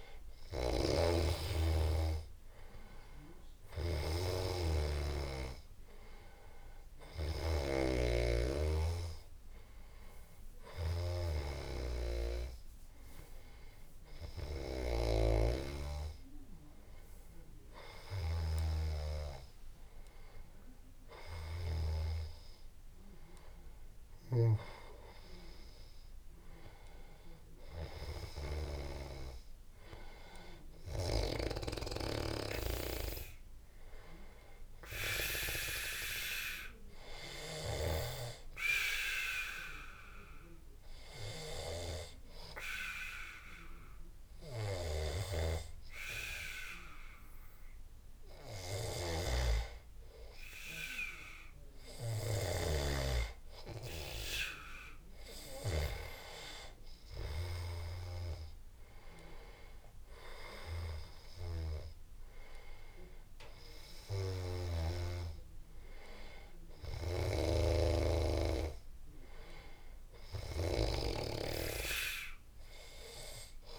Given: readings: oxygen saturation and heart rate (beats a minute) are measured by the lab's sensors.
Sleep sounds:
breathing in sleep by a room microphone; 1
0.50-8.00 s: snoring (device-marked)
28.50-32.50 s: snoring (device-marked)
32.50-36.00 s: arousal
38.00-49.00 s: obstructive apnea (oxygen 97% before, 93% lowest, heart rate 86 before, 74 extreme, up 3 after)
45.00-56.00 s: snoring (device-marked)
51.00-54.00 s: arousal
56.50-71.50 s: oxygen desaturation (device-marked, oxygen 96% before, 93% lowest, heart rate 83 before, 78 extreme)
67.50-71.50 s: snoring (device-marked)
From the record:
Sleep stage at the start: N2 (light sleep); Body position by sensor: on the back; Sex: male

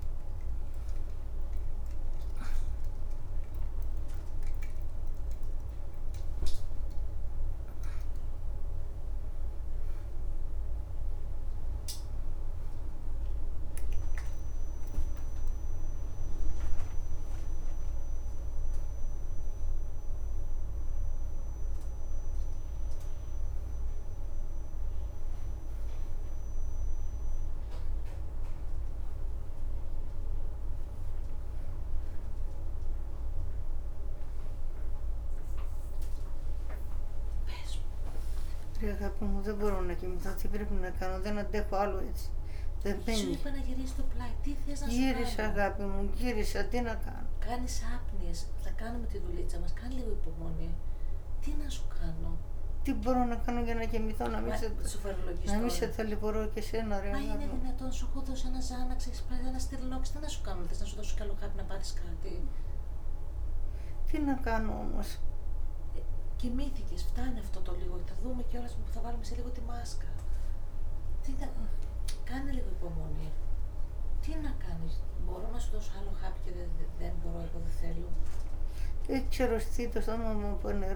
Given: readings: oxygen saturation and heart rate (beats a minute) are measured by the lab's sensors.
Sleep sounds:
a person partly awake in a sleep study, by a room microphone; none
14.50-15.50 s: leg movement (device-marked)
39.00-46.00 s: snoring (device-marked)
42.50-80.96 s: new sleep stage, awake
From the record:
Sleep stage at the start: N1 (lightest sleep); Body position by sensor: on the right side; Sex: female

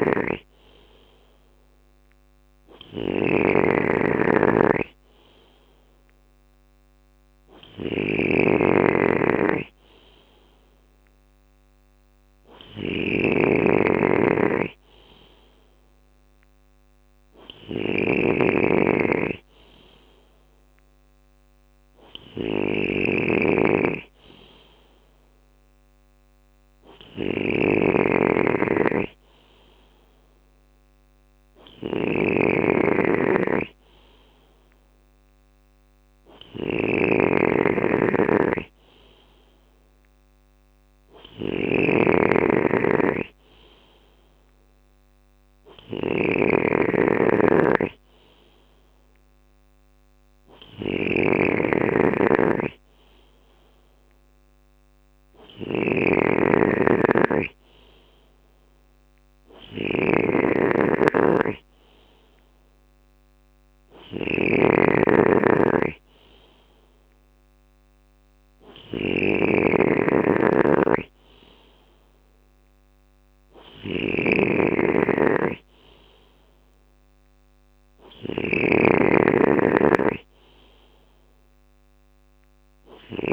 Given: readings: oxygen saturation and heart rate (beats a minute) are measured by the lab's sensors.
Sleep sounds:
breathing in sleep by a microphone on the trachea; none
0.00-83.33 s: snoring (device-marked)
From the record:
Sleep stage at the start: N2 (light sleep); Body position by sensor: on the left side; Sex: male

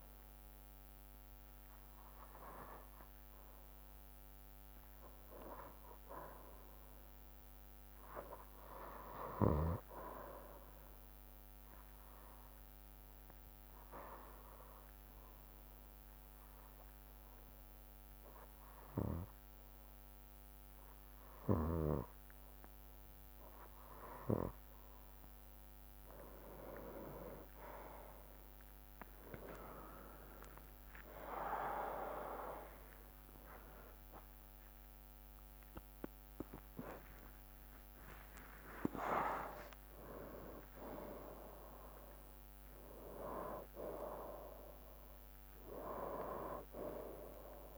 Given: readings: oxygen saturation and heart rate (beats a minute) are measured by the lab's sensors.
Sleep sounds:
breathing in sleep by a microphone on the trachea; 1
13.50-23.50 s: hypopnea (oxygen 94% before, 92% lowest, heart rate 69 before, 70 extreme, up 1 after)
31.50-45.50 s: drop in pulse transit time (device-marked, heart rate 70 before, 71 extreme)
33.50-38.00 s: arousal
From the record:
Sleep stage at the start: N2 (light sleep); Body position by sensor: on the right side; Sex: male

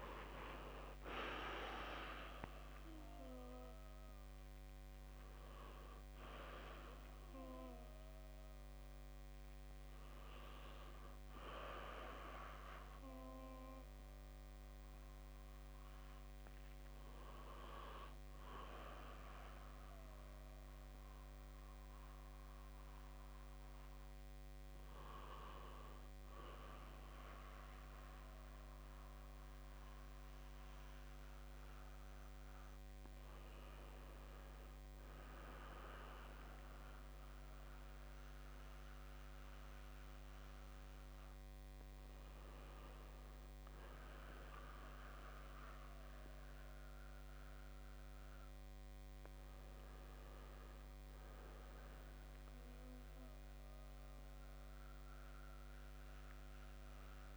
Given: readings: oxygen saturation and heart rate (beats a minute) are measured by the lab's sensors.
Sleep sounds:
breathing in sleep by a microphone on the trachea; none
0.00-2.00 s: long interval between heartbeats (device-marked, heart rate 75 before, 80 extreme)
From the record:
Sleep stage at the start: N1 (lightest sleep); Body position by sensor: on the back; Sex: male

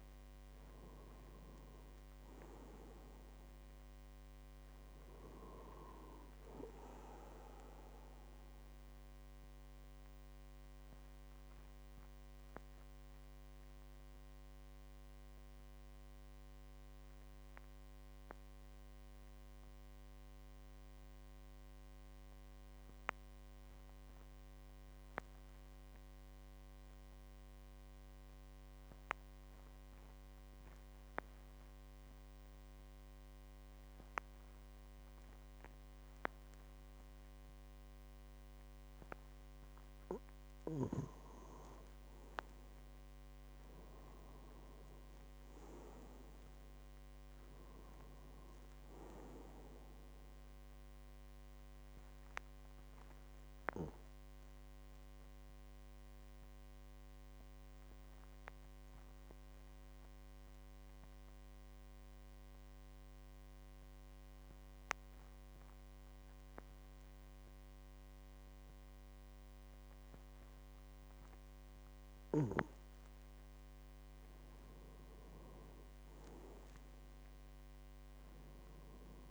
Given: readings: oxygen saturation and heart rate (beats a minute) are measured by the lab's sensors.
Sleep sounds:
breathing in sleep by a microphone on the trachea; 2
0.00-1.50 s: arousal
0.00-22.50 s: oxygen desaturation (device-marked, oxygen 89% lowest, heart rate 43 extreme)
9.00-40.00 s: obstructive apnea (oxygen 99% before, 87% lowest, heart rate 55 before, 43 extreme, up 10 after)
36.50-64.50 s: oxygen desaturation (device-marked, oxygen 99% before, 87% lowest, heart rate 48 before, 48 extreme)
42.00-46.00 s: arousal
54.50-71.50 s: obstructive apnea (oxygen 99% before, 87% lowest, heart rate 57 before, 46 extreme, up 10 after)
73.00-77.50 s: arousal
From the record:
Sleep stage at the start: N2 (light sleep); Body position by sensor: on the back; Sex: male

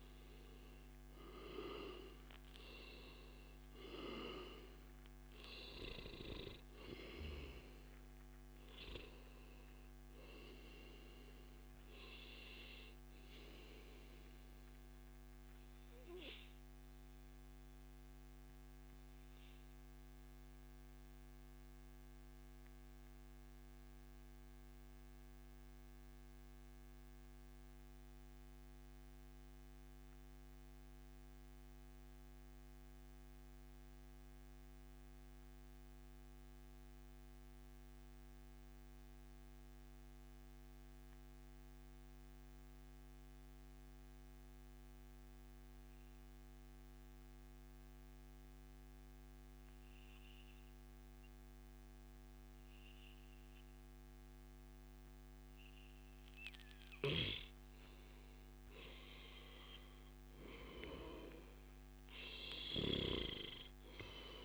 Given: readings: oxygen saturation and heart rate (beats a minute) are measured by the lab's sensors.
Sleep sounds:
breathing in sleep by a microphone on the trachea; 1
7.50-32.50 s: oxygen desaturation (device-marked, oxygen 95% before, 91% lowest, heart rate 123 before, 97 extreme)
15.00-56.00 s: mixed apnea (oxygen 96% before, 91% lowest, heart rate 136 before, 97 extreme, up 9 after)
22.50-24.50 s: long interval between heartbeats (device-marked, heart rate 142 before, 135 extreme)
34.50-36.50 s: long interval between heartbeats (device-marked, heart rate 129 before, 110 extreme)
39.00-41.00 s: long interval between heartbeats (device-marked, heart rate 122 before, 107 extreme)
46.50-64.45 s: oxygen desaturation (device-marked, oxygen 99% before, 92% lowest, heart rate 108 before, 88 extreme)
58.50-64.00 s: arousal
60.50-62.50 s: long interval between heartbeats (device-marked, heart rate 100 before, 106 extreme)
From the record:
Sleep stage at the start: N2 (light sleep); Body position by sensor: on the back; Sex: male

